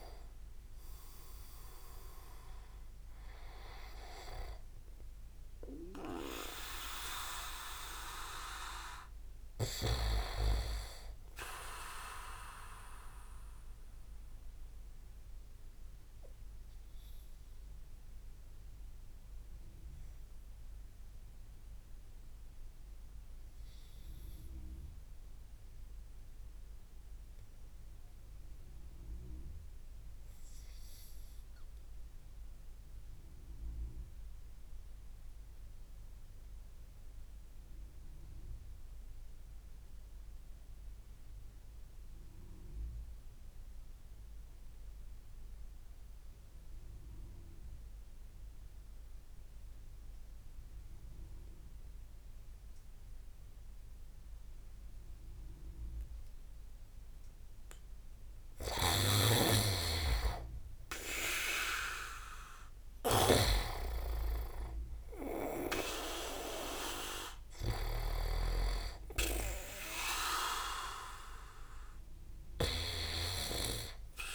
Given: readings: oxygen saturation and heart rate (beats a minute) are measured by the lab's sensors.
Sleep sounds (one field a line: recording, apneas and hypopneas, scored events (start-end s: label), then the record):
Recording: breathing in sleep by a room microphone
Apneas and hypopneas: 1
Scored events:
0.00-8.50 s: oxygen desaturation (device-marked, oxygen 94% lowest)
15.50-56.50 s: obstructive apnea (oxygen 98% before, 90% lowest)
17.50-30.50 s: oxygen desaturation (device-marked, oxygen 95% before, 92% lowest)
58.00-61.50 s: arousal
58.50-63.50 s: snoring (device-marked)
58.50-74.35 s: oxygen desaturation (device-marked, oxygen 98% before, 93% lowest)
68.00-73.00 s: snoring (device-marked)
From the record:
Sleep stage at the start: N2 (light sleep)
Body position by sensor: on the back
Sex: male